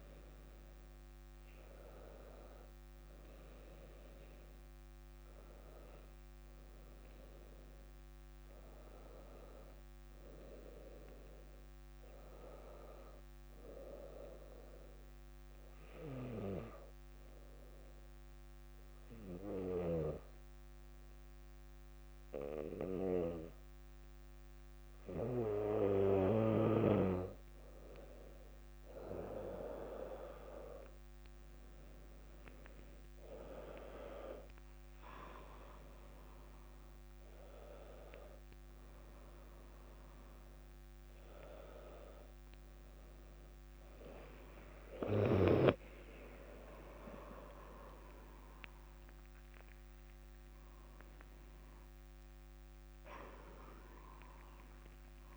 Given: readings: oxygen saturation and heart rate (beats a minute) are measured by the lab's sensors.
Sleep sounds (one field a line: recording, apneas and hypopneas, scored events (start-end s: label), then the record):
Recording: breathing in sleep by a microphone on the trachea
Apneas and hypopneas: 1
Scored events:
15.50-27.00 s: obstructive apnea (oxygen 98% before, 93% lowest, heart rate 62 before, 58 extreme, up 5 after)
29.00-52.00 s: oxygen desaturation (device-marked, oxygen 99% before, 93% lowest, heart rate 59 before, 62 extreme)
44.50-50.50 s: arousal
48.00-55.36 s: drop in pulse transit time (device-marked, heart rate 63 before, 66 extreme)
From the record:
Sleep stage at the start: N2 (light sleep)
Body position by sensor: on the back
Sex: female